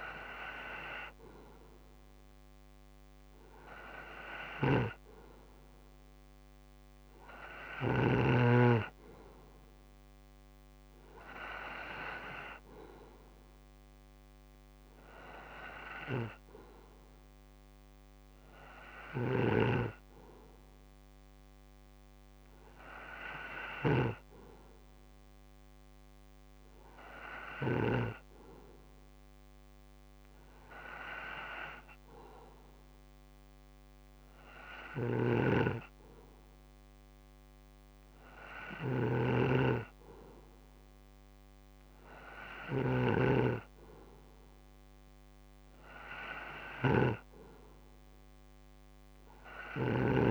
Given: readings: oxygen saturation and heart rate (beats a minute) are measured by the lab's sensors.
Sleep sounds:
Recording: breathing in sleep by a microphone on the trachea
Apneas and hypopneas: 1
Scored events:
4.00-8.00 s: snoring (device-marked)
19.00-27.50 s: snoring (device-marked)
22.50-39.50 s: hypopnea (oxygen 94% before, 92% lowest)
34.50-50.31 s: snoring (device-marked)
41.00-43.50 s: arousal
From the record:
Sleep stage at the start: N2 (light sleep)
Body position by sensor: on the right side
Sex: male

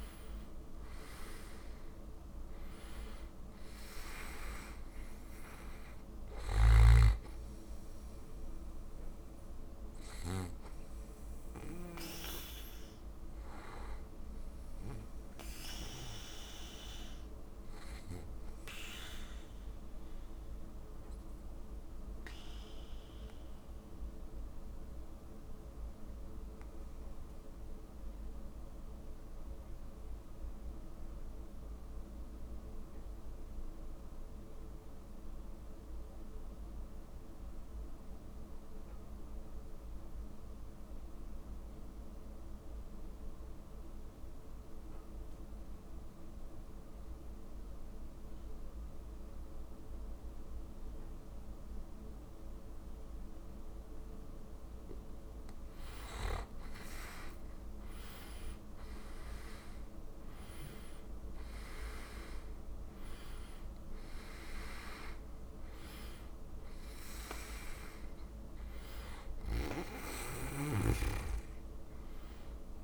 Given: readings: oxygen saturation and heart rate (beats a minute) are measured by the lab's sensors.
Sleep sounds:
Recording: breathing in sleep by a room microphone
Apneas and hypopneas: 1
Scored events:
0.00-35.50 s: oxygen desaturation (device-marked, oxygen 83% lowest, heart rate 49 extreme)
19.00-53.50 s: obstructive apnea (oxygen 96% before, 83% lowest, heart rate 57 before, 49 extreme, up 8 after)
44.50-72.84 s: oxygen desaturation (device-marked, oxygen 98% before, 83% lowest, heart rate 50 before, 49 extreme)
56.50-60.00 s: arousal
70.00-72.84 s: snoring (device-marked)
From the record:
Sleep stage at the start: N2 (light sleep)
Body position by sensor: on the back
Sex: male

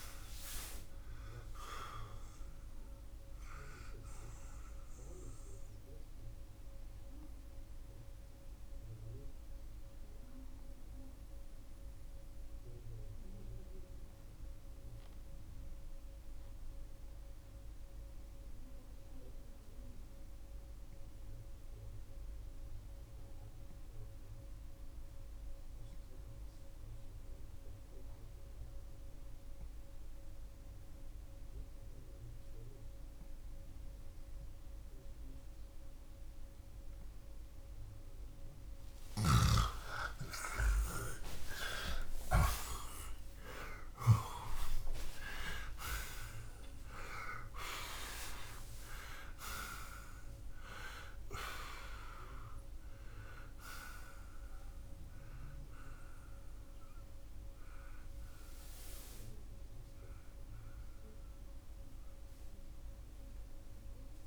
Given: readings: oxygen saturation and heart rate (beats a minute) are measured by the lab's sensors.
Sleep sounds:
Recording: breathing in sleep by a room microphone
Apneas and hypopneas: 1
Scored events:
7.00-38.50 s: mixed apnea (oxygen 92% before, 82% lowest, heart rate 98 before, 60 extreme)
20.50-40.50 s: oxygen desaturation (device-marked, oxygen 92% before, 83% lowest, heart rate 91 before, 60 extreme)
39.00-42.50 s: snoring (device-marked)
41.00-48.00 s: arousal
47.50-63.50 s: oxygen desaturation (device-marked, oxygen 95% before, 92% lowest, heart rate 106 before, 65 extreme)
From the record:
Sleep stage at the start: N2 (light sleep)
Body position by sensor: on the back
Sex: male

